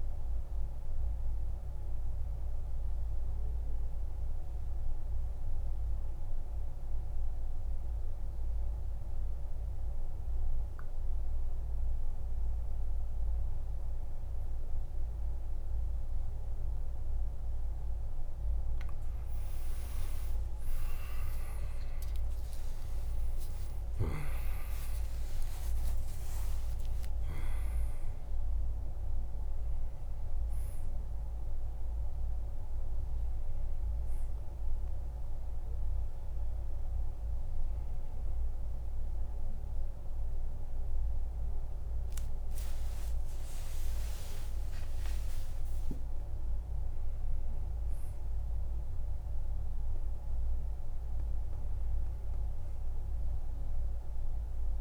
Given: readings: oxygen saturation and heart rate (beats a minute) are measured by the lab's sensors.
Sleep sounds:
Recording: a person partly awake in a sleep study, hard to hear, by a room microphone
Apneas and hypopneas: 1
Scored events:
0.00-4.50 s: oxygen desaturation (device-marked, oxygen 92% lowest, heart rate 49 extreme)
1.50-18.50 s: mixed apnea (oxygen 98% before, 92% lowest, heart rate 66 before, 49 extreme, up 39 after)
20.50-22.50 s: long interval between heartbeats (device-marked, heart rate 53 before, 78 extreme)
20.50-49.50 s: oxygen desaturation (device-marked, oxygen 99% before, 92% lowest, heart rate 53 before, 51 extreme)
34.50-54.81 s: new sleep stage, awake
From the record:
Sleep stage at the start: N2 (light sleep)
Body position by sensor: on the back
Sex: male

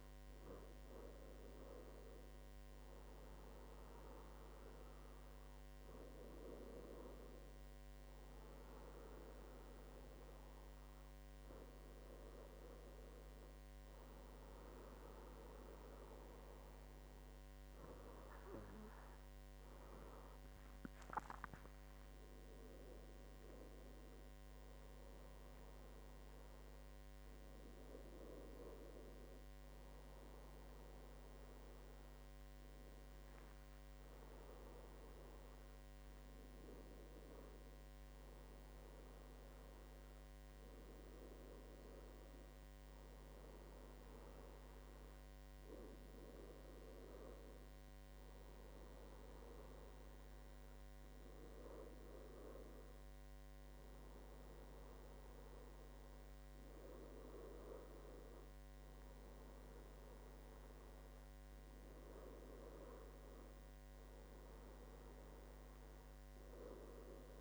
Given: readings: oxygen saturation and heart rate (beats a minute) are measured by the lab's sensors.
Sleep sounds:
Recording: a person partly awake in a sleep study, by a microphone on the trachea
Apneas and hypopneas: none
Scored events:
19.00-67.41 s: new sleep stage, N1 (lightest sleep)
From the record:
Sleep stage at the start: awake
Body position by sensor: on the back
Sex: male

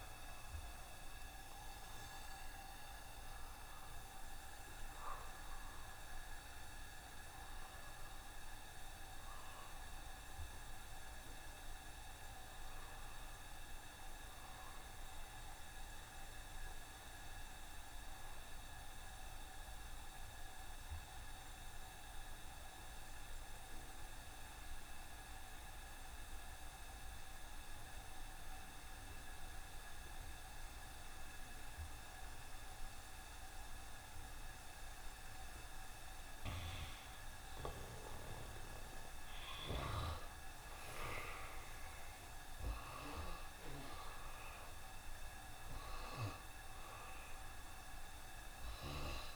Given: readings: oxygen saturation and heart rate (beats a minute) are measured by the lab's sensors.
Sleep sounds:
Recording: breathing in sleep by a room microphone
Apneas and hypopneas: 1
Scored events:
0.00-5.00 s: tachycardia (device-marked, heart rate 70 before, 110 extreme)
2.50-7.00 s: arousal
15.00-36.00 s: obstructive apnea (oxygen 88% before, 85% lowest, heart rate 84 before, 69 extreme, up 3 after)
38.00-43.00 s: arousal
38.00-49.35 s: oxygen desaturation (device-marked, oxygen 95% before, 86% lowest, heart rate 69 before, 68 extreme)
From the record:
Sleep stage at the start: N1 (lightest sleep)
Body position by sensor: on the right side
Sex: male

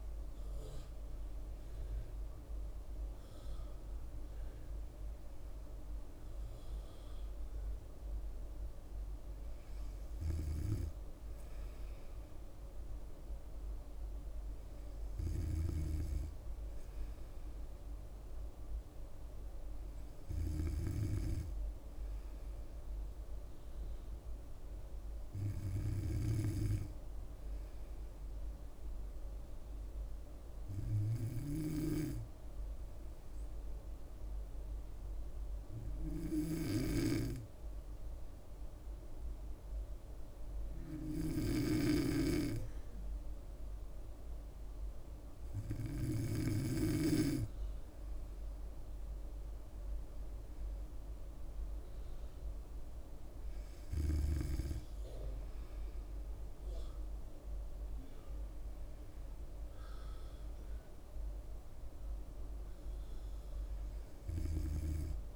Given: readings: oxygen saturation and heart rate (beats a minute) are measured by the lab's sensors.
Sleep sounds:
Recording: breathing in sleep by a room microphone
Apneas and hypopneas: 1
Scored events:
0.00-1.50 s: arousal
27.00-46.50 s: hypopnea (oxygen 98% before, 95% lowest, heart rate 66 before, 63 extreme, up 4 after)
36.00-46.50 s: snoring (device-marked)
48.00-51.50 s: arousal
From the record:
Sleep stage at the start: N2 (light sleep)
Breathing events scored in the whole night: 179 in 5.8 hours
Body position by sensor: on the back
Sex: female

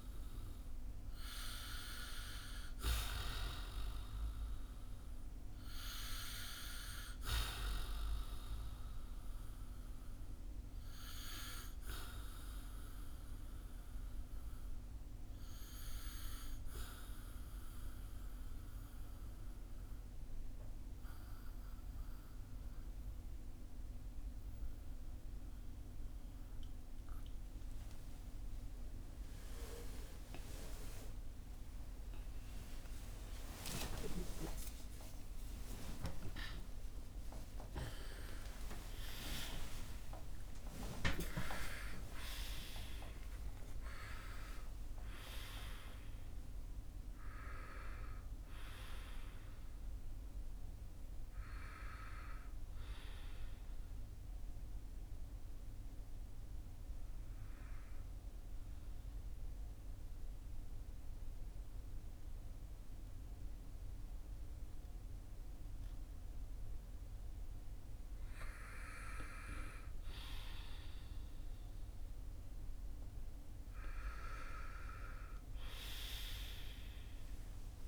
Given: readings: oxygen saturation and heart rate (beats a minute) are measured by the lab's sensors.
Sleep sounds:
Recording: a person partly awake in a sleep study, by a room microphone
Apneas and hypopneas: 1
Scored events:
9.00-28.50 s: obstructive apnea (oxygen 96% before, 92% lowest, heart rate 61 before, 53 extreme, up 56 after)
19.50-49.50 s: new sleep stage, awake
40.50-49.50 s: oxygen desaturation (device-marked, oxygen 97% before, 92% lowest, heart rate 80 before, 54 extreme)
49.50-77.88 s: new sleep stage, N1 (lightest sleep)
55.50-67.50 s: oxygen desaturation (device-marked, oxygen 97% before, 94% lowest, heart rate 90 before, 48 extreme)
From the record:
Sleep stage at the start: N2 (light sleep)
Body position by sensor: on the right side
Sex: male

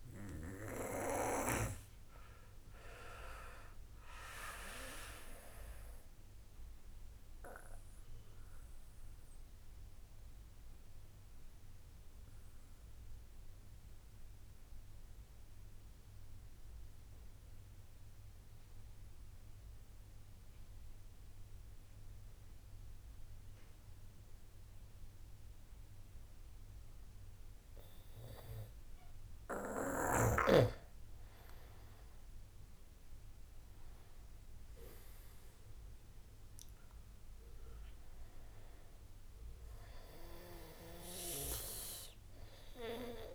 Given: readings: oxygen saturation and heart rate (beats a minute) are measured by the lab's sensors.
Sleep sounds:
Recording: breathing in sleep by a room microphone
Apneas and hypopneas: 1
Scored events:
2.00-21.00 s: oxygen desaturation (device-marked, oxygen 96% before, 90% lowest)
7.50-27.50 s: obstructive apnea (oxygen 96% before, 88% lowest)
32.00-35.50 s: arousal
34.00-43.35 s: oxygen desaturation (device-marked, oxygen 95% before, 88% lowest)
From the record:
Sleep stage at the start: N2 (light sleep)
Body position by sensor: on the back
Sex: male

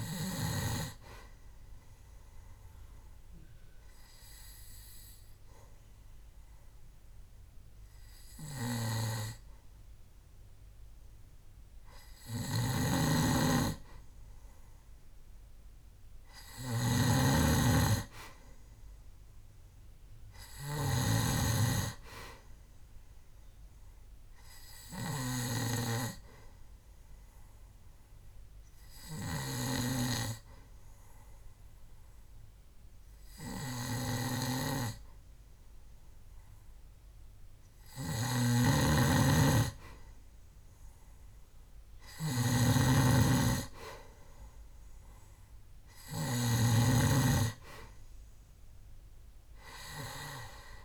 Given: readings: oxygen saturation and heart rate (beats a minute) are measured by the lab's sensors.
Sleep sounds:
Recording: breathing in sleep by a room microphone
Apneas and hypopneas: 2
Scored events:
0.00-16.50 s: oxygen desaturation (device-marked, oxygen 91% lowest, heart rate 64 extreme)
2.50-13.50 s: obstructive apnea (oxygen 97% before, 91% lowest, heart rate 70 before, 65 extreme, up 6 after)
13.00-21.50 s: snoring (device-marked)
18.50-22.00 s: arousal
27.00-39.00 s: hypopnea (oxygen 97% before, 91% lowest, heart rate 68 before, 65 extreme, up 4 after)
38.50-47.00 s: snoring (device-marked)
43.00-46.00 s: arousal
48.50-50.85 s: oxygen desaturation (device-marked, oxygen 96% before, 92% lowest, heart rate 68 before, 66 extreme)
From the record:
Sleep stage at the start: N2 (light sleep)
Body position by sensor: on the back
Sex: male

